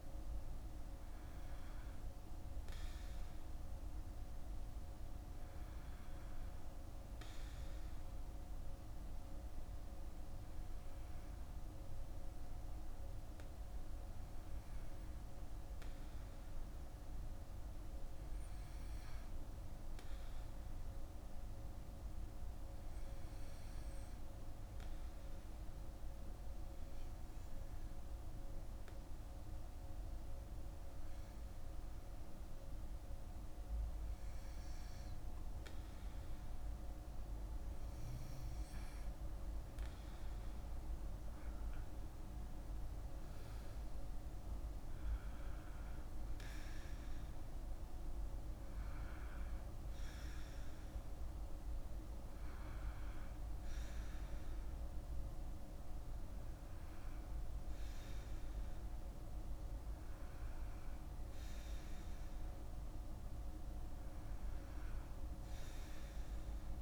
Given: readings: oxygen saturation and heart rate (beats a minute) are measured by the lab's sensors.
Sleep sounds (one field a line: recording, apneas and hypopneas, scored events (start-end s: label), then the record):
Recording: breathing in sleep, hard to hear, by a room microphone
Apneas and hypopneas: 1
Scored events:
13.50-36.50 s: hypopnea (oxygen 97% before, 94% lowest, heart rate 52 before, 49 extreme, up 8 after)
41.00-45.50 s: arousal
45.00-55.00 s: oxygen desaturation (device-marked, oxygen 97% before, 94% lowest, heart rate 57 before, 49 extreme)
From the record:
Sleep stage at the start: N2 (light sleep)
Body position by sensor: on the back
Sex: male